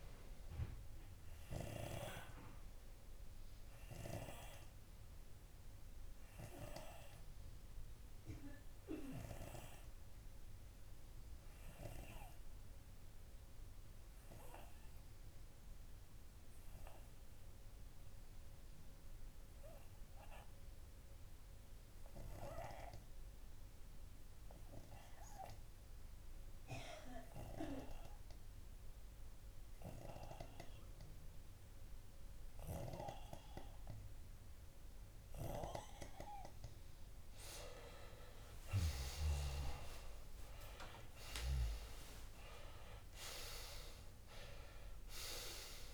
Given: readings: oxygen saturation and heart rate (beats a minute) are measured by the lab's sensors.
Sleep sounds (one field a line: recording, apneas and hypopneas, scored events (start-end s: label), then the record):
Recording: breathing in sleep by a room microphone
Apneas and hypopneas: 1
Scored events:
3.50-35.50 s: obstructive apnea (oxygen 98% before, 94% lowest)
19.50-21.50 s: long interval between heartbeats (device-marked)
37.00-45.94 s: oxygen desaturation (device-marked, oxygen 98% before, 94% lowest)
38.00-43.00 s: arousal
From the record:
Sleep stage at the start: N2 (light sleep)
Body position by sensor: on the left side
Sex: male